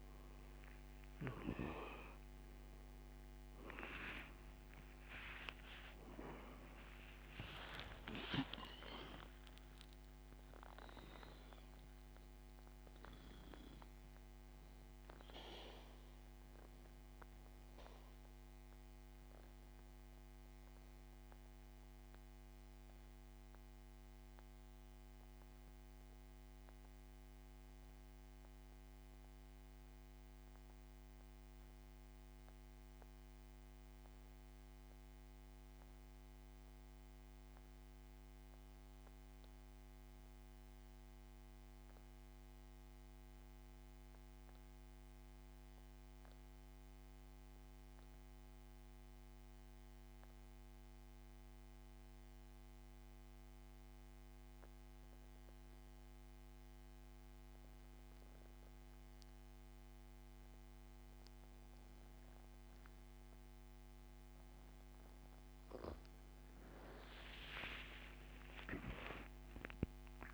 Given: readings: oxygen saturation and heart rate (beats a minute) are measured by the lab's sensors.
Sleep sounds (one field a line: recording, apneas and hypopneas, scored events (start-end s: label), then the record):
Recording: breathing in sleep by a microphone on the trachea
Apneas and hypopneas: 1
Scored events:
3.50-8.50 s: arousal
8.00-20.00 s: oxygen desaturation (device-marked, oxygen 96% before, 92% lowest, heart rate 68 before, 69 extreme)
19.50-65.00 s: mixed apnea (oxygen 97% before, 86% lowest, heart rate 87 before, 66 extreme, up 19 after)
32.00-52.00 s: oxygen desaturation (device-marked, oxygen 92% before, 86% lowest, heart rate 85 before, 66 extreme)
From the record:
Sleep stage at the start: N2 (light sleep)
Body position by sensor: on the back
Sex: male